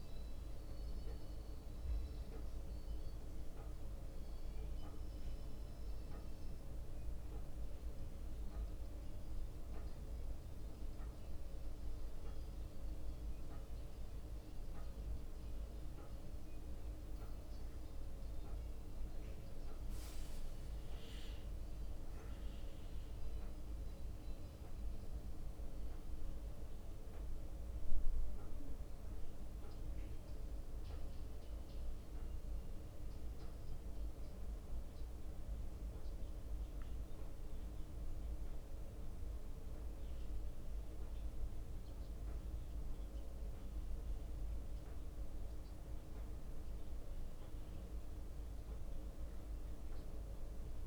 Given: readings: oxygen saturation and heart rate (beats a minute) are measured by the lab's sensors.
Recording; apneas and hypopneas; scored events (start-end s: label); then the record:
a person awake in a sleep study, hard to hear, by a room microphone; none
0.00-5.50 s: drop in pulse transit time (device-marked, heart rate 60 extreme)
0.00-9.50 s: leg movement (device-marked)
10.00-15.00 s: leg movement (device-marked)
15.50-21.00 s: leg movement (device-marked)
22.00-28.50 s: leg movement (device-marked)
30.00-37.50 s: leg movement (device-marked)
39.00-45.50 s: leg movement (device-marked)
46.50-50.87 s: leg movement (device-marked)
From the record:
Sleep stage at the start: awake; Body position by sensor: on the back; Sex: male